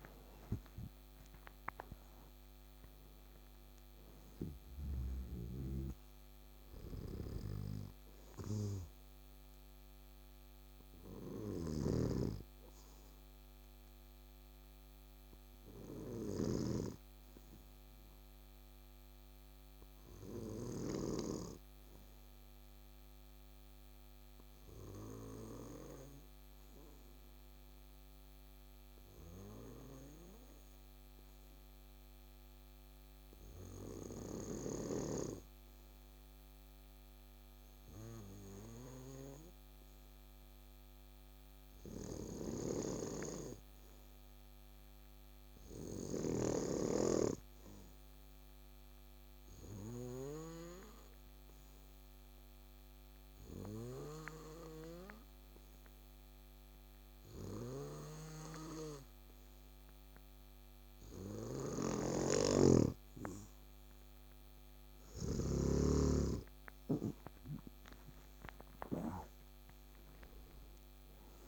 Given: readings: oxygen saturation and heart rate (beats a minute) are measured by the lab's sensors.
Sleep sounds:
breathing in sleep by a microphone on the trachea; 1
0.00-1.00 s: arousal
0.00-21.00 s: oxygen desaturation (device-marked, oxygen 91% lowest, heart rate 64 extreme)
11.00-21.00 s: snoring (device-marked)
18.50-63.00 s: obstructive apnea (oxygen 96% before, 90% lowest, heart rate 75 before, 64 extreme, up 10 after)
42.00-65.00 s: oxygen desaturation (device-marked, oxygen 98% before, 92% lowest, heart rate 65 before, 67 extreme)
61.50-65.50 s: snoring (device-marked)
67.50-71.48 s: arousal
From the record:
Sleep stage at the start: N2 (light sleep); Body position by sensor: on the back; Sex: male

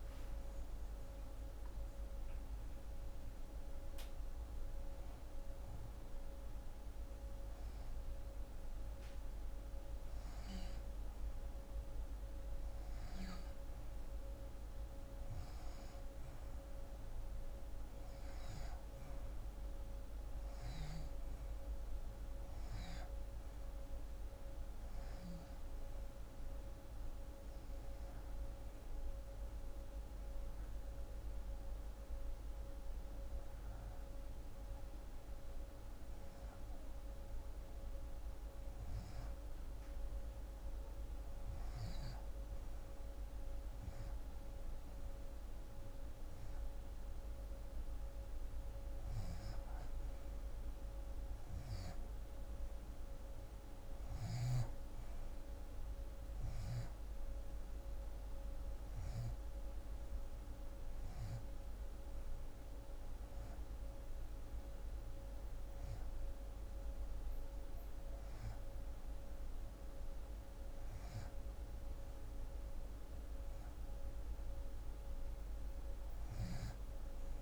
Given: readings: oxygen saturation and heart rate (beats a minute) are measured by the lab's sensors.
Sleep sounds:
breathing in sleep, hard to hear, by a room microphone; 3
1.00-11.00 s: hypopnea (oxygen 93% before, 86% lowest, heart rate 97 before, 80 extreme, up 34 after)
14.50-18.00 s: arousal
26.00-38.00 s: hypopnea (oxygen 92% before, 85% lowest, heart rate 107 before, 36 extreme, up 0 after)
40.50-44.50 s: arousal
41.00-67.00 s: oxygen desaturation (device-marked, oxygen 90% before, 86% lowest, heart rate 124 before, 46 extreme)
60.00-72.00 s: hypopnea (oxygen 90% before, 82% lowest, heart rate 57 before, 86 extreme, up 37 after)
74.00-77.42 s: arousal
From the record:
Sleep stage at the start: REM sleep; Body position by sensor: on the left side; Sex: female

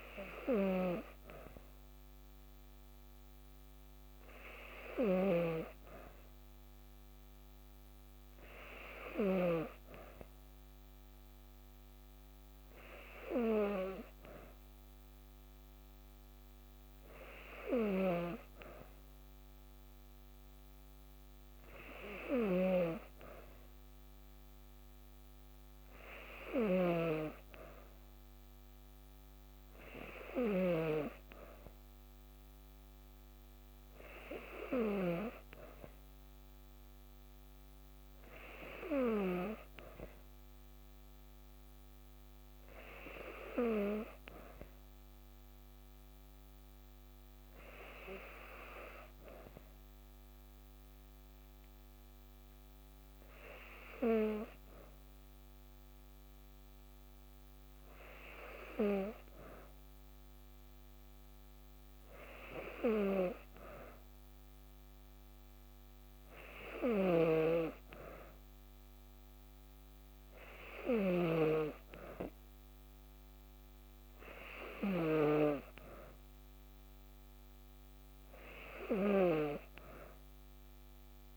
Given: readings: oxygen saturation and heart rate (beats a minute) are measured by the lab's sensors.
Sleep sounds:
breathing in sleep by a microphone on the trachea; none
0.00-5.00 s: snoring (device-marked)
17.50-30.50 s: snoring (device-marked)
66.50-81.37 s: snoring (device-marked)
From the record:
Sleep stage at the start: N2 (light sleep); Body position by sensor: on the back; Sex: female

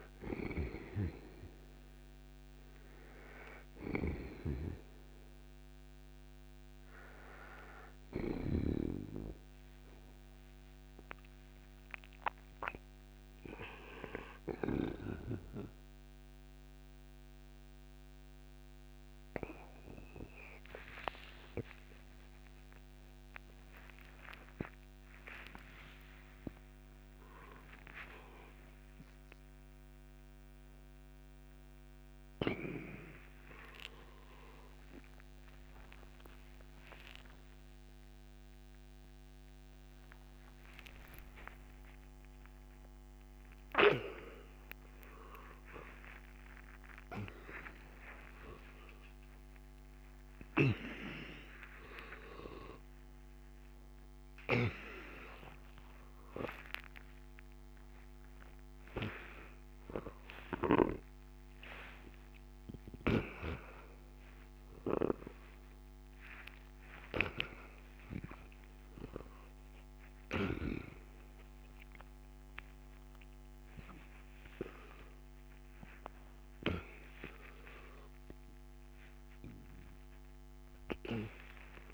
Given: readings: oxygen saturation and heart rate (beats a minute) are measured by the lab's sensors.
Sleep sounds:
a person awake in a sleep study, by a microphone on the trachea; none
0.00-21.50 s: oxygen desaturation (device-marked, oxygen 83% lowest, heart rate 45 extreme)
3.50-8.00 s: snoring (device-marked)
13.50-81.94 s: new sleep stage, awake
50.00-54.50 s: snoring (device-marked)
From the record:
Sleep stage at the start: N2 (light sleep); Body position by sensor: on the right side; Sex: male

